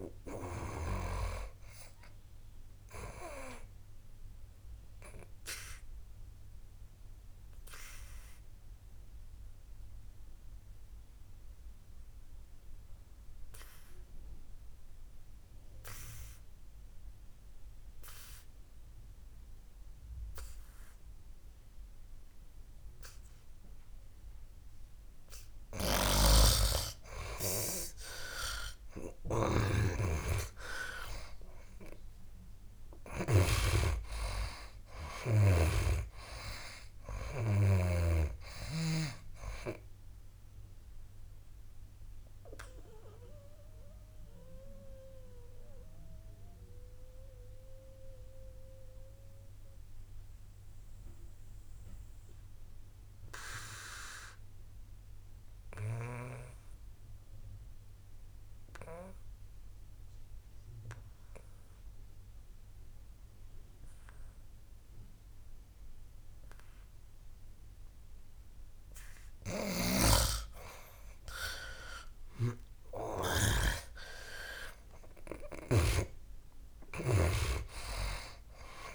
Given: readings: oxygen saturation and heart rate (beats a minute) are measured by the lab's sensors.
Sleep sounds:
breathing in sleep by a room microphone; 2
0.00-1.00 s: snoring (device-marked)
0.00-21.00 s: oxygen desaturation (device-marked, oxygen 90% lowest, heart rate 68 extreme)
4.50-25.00 s: obstructive apnea (oxygen 97% before, 85% lowest, heart rate 72 before, 68 extreme, up 8 after)
26.00-33.50 s: snoring (device-marked)
28.00-59.00 s: oxygen desaturation (device-marked, oxygen 97% before, 85% lowest, heart rate 72 before, 71 extreme)
29.00-32.50 s: arousal
41.50-69.50 s: mixed apnea (oxygen 97% before, 84% lowest, heart rate 76 before, 71 extreme, up 8 after)
69.50-78.95 s: snoring (device-marked)
74.00-77.00 s: arousal
76.00-78.95 s: oxygen desaturation (device-marked, oxygen 97% before, 84% lowest, heart rate 73 before, 67 extreme)
From the record:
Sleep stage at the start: N2 (light sleep); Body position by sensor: on the back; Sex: male

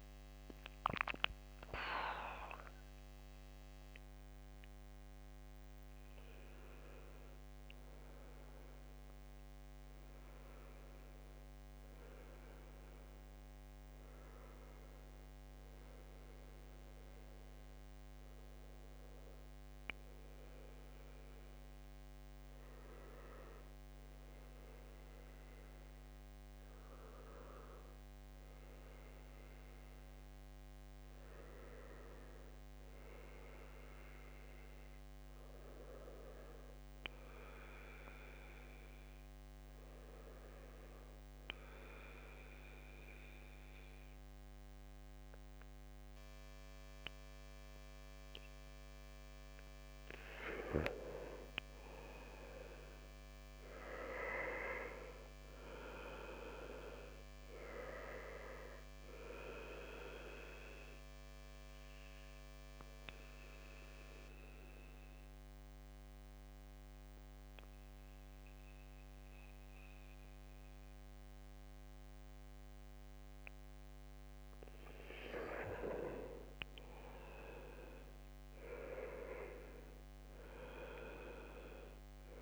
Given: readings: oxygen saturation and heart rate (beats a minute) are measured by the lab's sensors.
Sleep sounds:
breathing in sleep by a microphone on the trachea; 2
17.00-29.00 s: oxygen desaturation (device-marked, oxygen 96% before, 93% lowest, heart rate 76 before, 67 extreme)
27.00-49.00 s: obstructive apnea (oxygen 96% before, 89% lowest, heart rate 72 before, 67 extreme, up 4 after)
29.00-82.42 s: new sleep stage, N2 (light sleep)
51.00-54.50 s: arousal
60.00-73.00 s: oxygen desaturation (device-marked, oxygen 93% before, 89% lowest, heart rate 69 before, 65 extreme)
61.00-74.00 s: central apnea (oxygen 95% before, 89% lowest, heart rate 69 before, 65 extreme, up 5 after)
76.50-80.50 s: arousal
79.00-82.42 s: oxygen desaturation (device-marked, oxygen 97% before, 90% lowest, heart rate 70 before, 65 extreme)
From the record:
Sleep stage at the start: N1 (lightest sleep); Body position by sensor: on the back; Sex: male

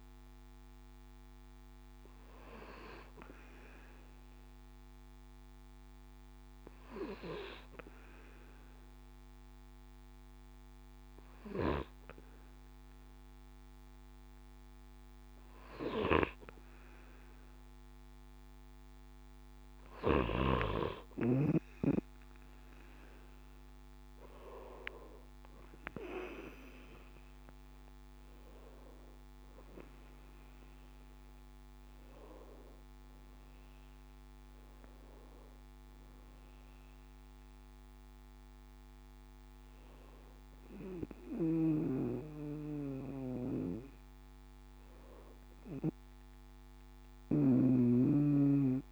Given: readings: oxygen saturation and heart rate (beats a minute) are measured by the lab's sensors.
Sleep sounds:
breathing in sleep by a microphone on the trachea; none
41.00-47.50 s: snoring (device-marked)
From the record:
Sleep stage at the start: N2 (light sleep); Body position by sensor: on the back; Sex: male

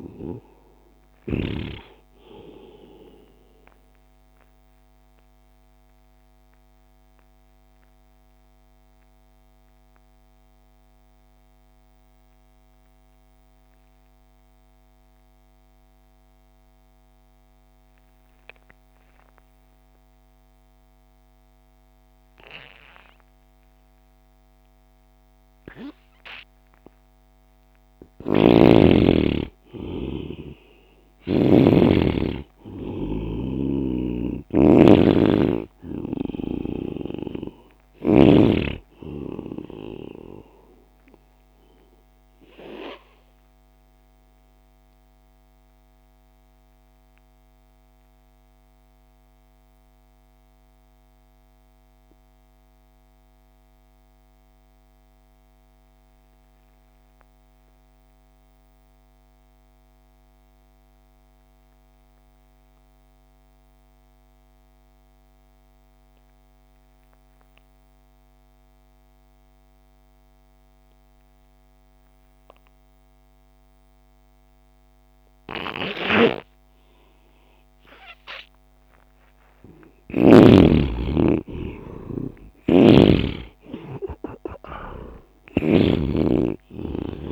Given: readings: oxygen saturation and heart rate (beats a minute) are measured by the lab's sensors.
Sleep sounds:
breathing in sleep by a microphone on the trachea; 2
0.00-1.50 s: snoring (device-marked)
0.00-23.00 s: oxygen desaturation (device-marked, oxygen 66% lowest)
3.50-28.00 s: mixed apnea (oxygen 94% before, 66% lowest)
28.00-31.50 s: snoring (device-marked)
29.00-59.00 s: oxygen desaturation (device-marked, oxygen 99% before, 83% lowest)
29.50-33.50 s: arousal
44.00-78.50 s: mixed apnea (oxygen 99% before, 75% lowest)
70.00-87.32 s: oxygen desaturation (device-marked, oxygen 99% before, 75% lowest)
80.00-84.50 s: arousal
82.50-86.00 s: snoring (device-marked)
From the record:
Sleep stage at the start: N2 (light sleep); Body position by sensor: on the right side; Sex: male

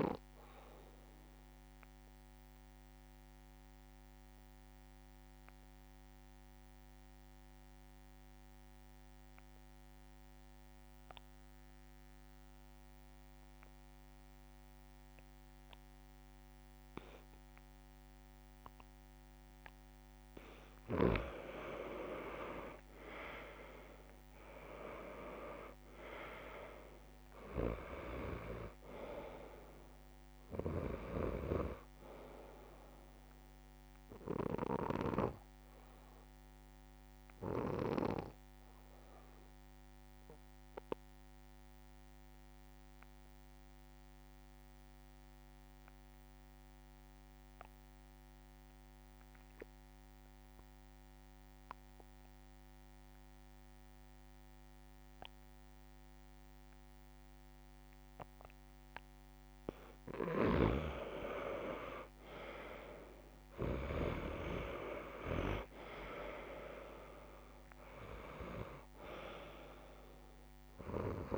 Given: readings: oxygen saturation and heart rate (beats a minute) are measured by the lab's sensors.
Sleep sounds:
breathing in sleep by a microphone on the trachea; 2
0.00-13.50 s: oxygen desaturation (device-marked, oxygen 91% lowest)
2.00-19.50 s: obstructive apnea (oxygen 100% before, 87% lowest)
19.50-44.50 s: oxygen desaturation (device-marked, oxygen 96% before, 87% lowest)
20.00-24.50 s: arousal
21.50-23.50 s: long interval between heartbeats (device-marked)
37.50-59.00 s: obstructive apnea (oxygen 96% before, 85% lowest)
59.50-71.38 s: oxygen desaturation (device-marked, oxygen 98% before, 86% lowest)
62.50-65.50 s: arousal
From the record:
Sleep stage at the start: N2 (light sleep); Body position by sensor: on the back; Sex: male

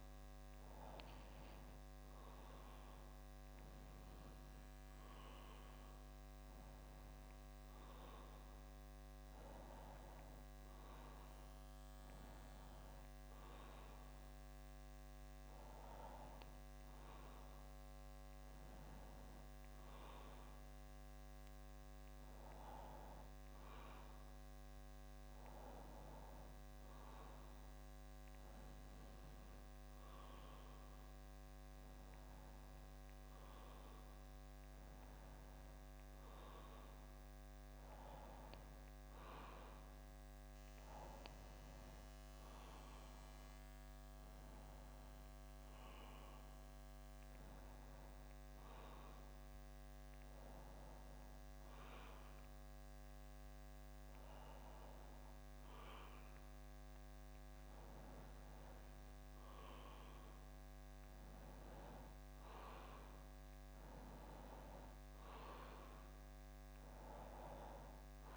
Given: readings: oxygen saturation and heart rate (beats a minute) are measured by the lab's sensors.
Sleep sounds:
breathing in sleep, hard to hear, by a microphone on the trachea; none
34.00-68.37 s: new sleep stage, N2 (light sleep)
From the record:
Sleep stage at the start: REM sleep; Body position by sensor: on the back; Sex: male

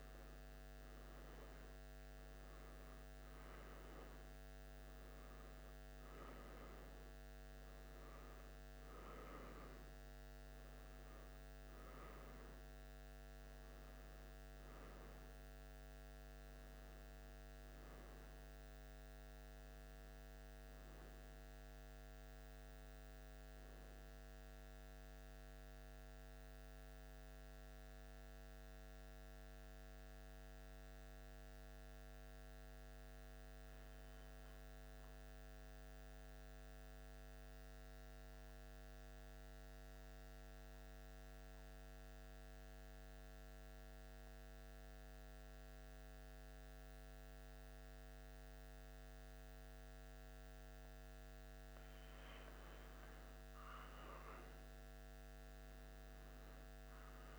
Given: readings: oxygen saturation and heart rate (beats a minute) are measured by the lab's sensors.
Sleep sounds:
breathing in sleep, hard to hear, by a microphone on the trachea; 1
24.50-50.50 s: mixed apnea (oxygen 91% before, 88% lowest, heart rate 78 before, 74 extreme, up 5 after)
34.00-53.00 s: oxygen desaturation (device-marked, oxygen 93% before, 88% lowest, heart rate 77 before, 74 extreme)
52.50-57.00 s: arousal
From the record:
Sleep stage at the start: N2 (light sleep); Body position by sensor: on the back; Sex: male

